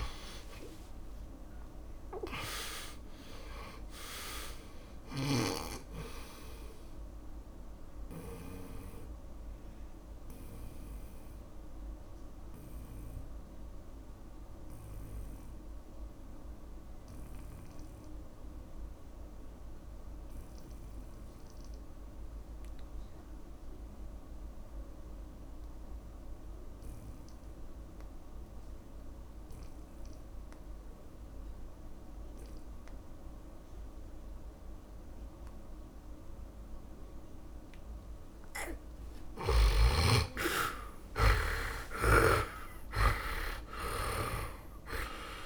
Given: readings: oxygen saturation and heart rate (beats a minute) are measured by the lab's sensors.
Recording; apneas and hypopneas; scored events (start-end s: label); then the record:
breathing in sleep by a room microphone; 1
0.00-1.50 s: arousal
0.00-28.50 s: oxygen desaturation (device-marked, oxygen 79% lowest, heart rate 52 extreme)
8.50-38.50 s: obstructive apnea (oxygen 100% before, 77% lowest, heart rate 63 before, 52 extreme, up 15 after)
30.50-45.46 s: oxygen desaturation (device-marked, oxygen 99% before, 77% lowest, heart rate 62 before, 49 extreme)
39.50-43.00 s: snoring (device-marked)
41.50-45.46 s: arousal
From the record:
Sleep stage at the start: N2 (light sleep); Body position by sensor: on the back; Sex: male